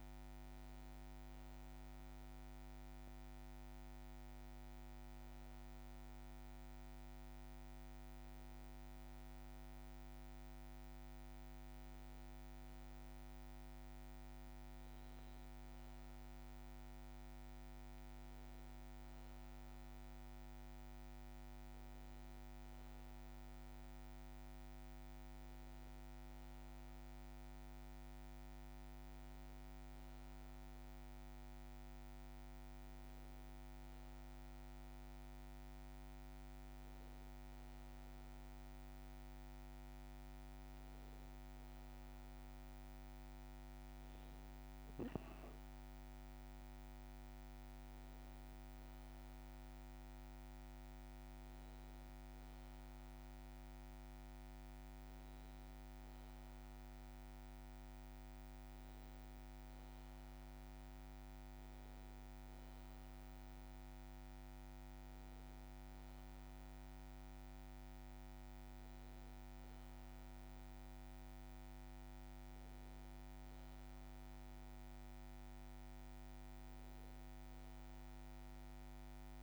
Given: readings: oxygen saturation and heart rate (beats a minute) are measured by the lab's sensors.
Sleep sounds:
breathing in sleep, hard to hear, by a microphone on the trachea; none
none scored
From the record:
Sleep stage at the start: N1 (lightest sleep); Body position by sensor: on the back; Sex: male

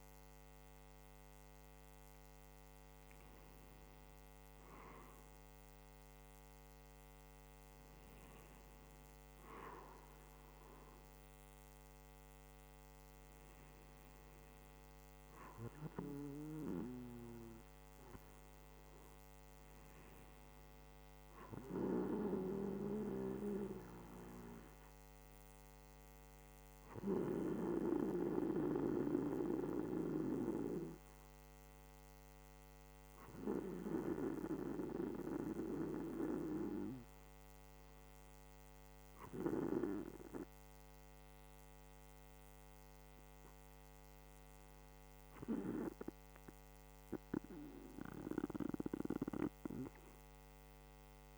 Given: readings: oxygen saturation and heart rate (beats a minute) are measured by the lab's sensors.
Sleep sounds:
breathing in sleep by a microphone on the trachea; 1
19.50-23.50 s: arousal
27.00-46.50 s: hypopnea (oxygen 97% before, 94% lowest, heart rate 46 before, 46 extreme, up 29 after)
From the record:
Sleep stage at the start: N2 (light sleep); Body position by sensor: on the back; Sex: male

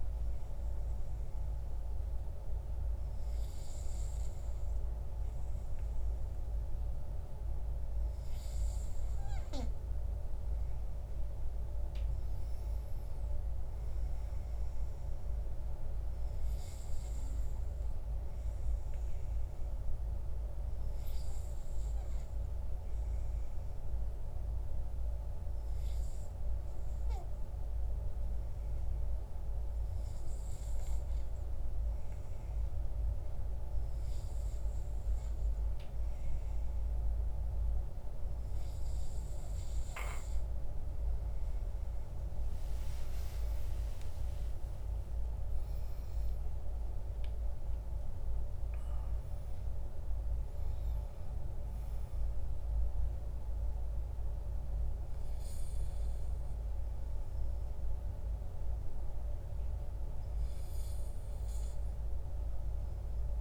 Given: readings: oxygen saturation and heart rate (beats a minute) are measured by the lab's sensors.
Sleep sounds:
breathing in sleep, hard to hear, by a room microphone; 1
12.50-16.00 s: arousal
20.00-36.50 s: hypopnea (oxygen 97% before, 94% lowest, heart rate 60 before, 46 extreme, up 41 after)
42.00-47.50 s: arousal
From the record:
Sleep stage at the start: N2 (light sleep); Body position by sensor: on the back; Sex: male

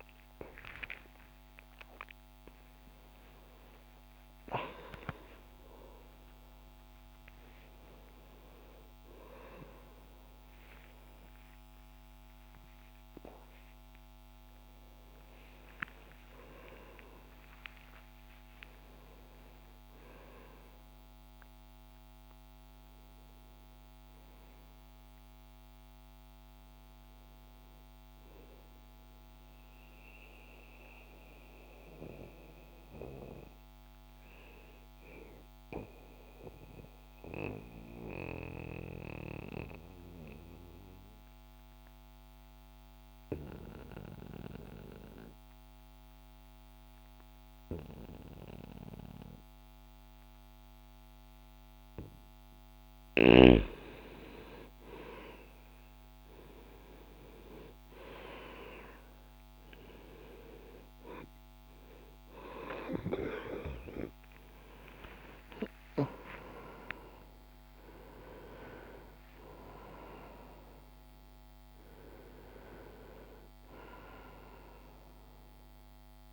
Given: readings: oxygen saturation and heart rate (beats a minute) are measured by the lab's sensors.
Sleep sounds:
a person partly awake in a sleep study, by a microphone on the trachea; 1
0.00-6.00 s: oxygen desaturation (device-marked, oxygen 92% lowest, heart rate 71 extreme)
28.00-76.33 s: new sleep stage, N2 (light sleep)
36.00-51.50 s: obstructive apnea (oxygen 100% before, 89% lowest, heart rate 84 before, 65 extreme, up 2 after)
50.00-76.33 s: oxygen desaturation (device-marked, oxygen 99% before, 90% lowest, heart rate 68 before, 61 extreme)
52.50-57.50 s: arousal
65.50-69.00 s: arousal
From the record:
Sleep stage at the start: awake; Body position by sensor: on the back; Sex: male

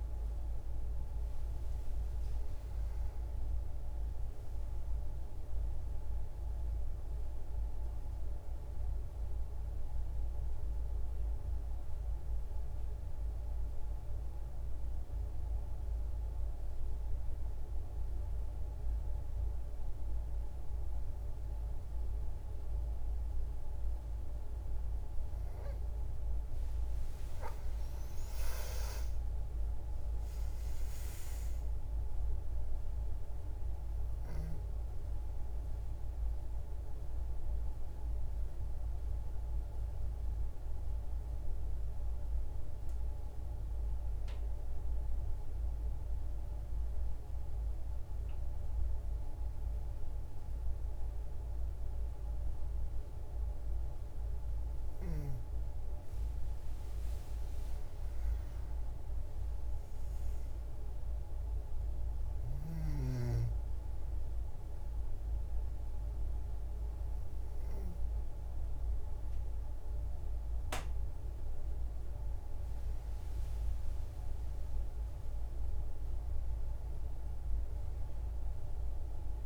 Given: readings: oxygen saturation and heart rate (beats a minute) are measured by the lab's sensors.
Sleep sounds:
breathing in sleep, hard to hear, by a room microphone; 2
3.50-7.00 s: arousal
11.00-25.00 s: hypopnea (oxygen 96% before, 91% lowest, heart rate 106 before, 43 extreme, up 14 after)
28.00-31.50 s: arousal
32.50-50.50 s: oxygen desaturation (device-marked, oxygen 97% before, 91% lowest, heart rate 69 before, 49 extreme)
37.50-54.50 s: hypopnea (oxygen 97% before, 91% lowest, heart rate 68 before, 49 extreme, up 8 after)
57.00-61.00 s: arousal
67.50-79.46 s: oxygen desaturation (device-marked, oxygen 97% before, 92% lowest, heart rate 94 before, 57 extreme)
From the record:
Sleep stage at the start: N2 (light sleep); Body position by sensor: on the back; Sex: female

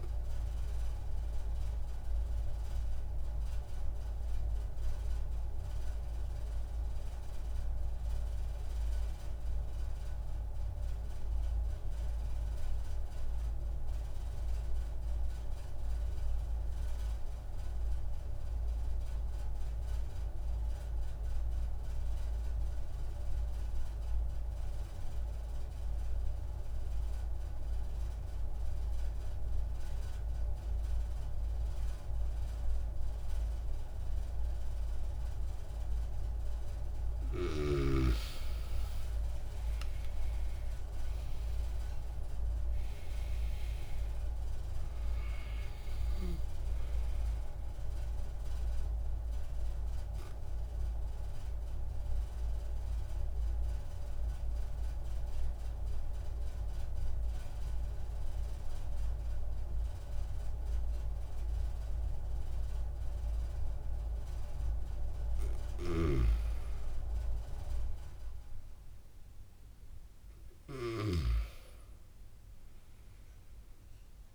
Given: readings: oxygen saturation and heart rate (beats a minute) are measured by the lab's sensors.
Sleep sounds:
breathing in sleep by a room microphone; 2
0.50-36.00 s: obstructive apnea (oxygen 97% before, 90% lowest)
19.00-63.00 s: oxygen desaturation (device-marked, oxygen 96% before, 90% lowest)
39.50-43.00 s: arousal
49.00-64.00 s: obstructive apnea (oxygen 95% before, 90% lowest)
66.00-70.50 s: arousal
From the record:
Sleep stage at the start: N1 (lightest sleep); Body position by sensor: on the back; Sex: male

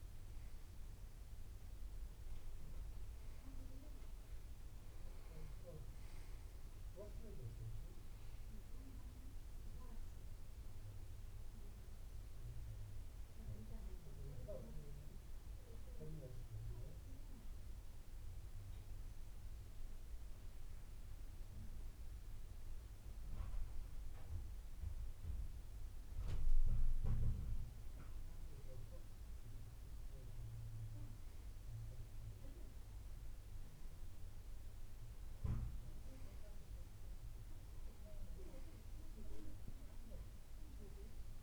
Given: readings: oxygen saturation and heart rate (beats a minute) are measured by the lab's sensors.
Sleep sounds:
breathing in sleep by a room microphone; none
none scored
From the record:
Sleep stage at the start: N2 (light sleep); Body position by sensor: on the back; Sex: male

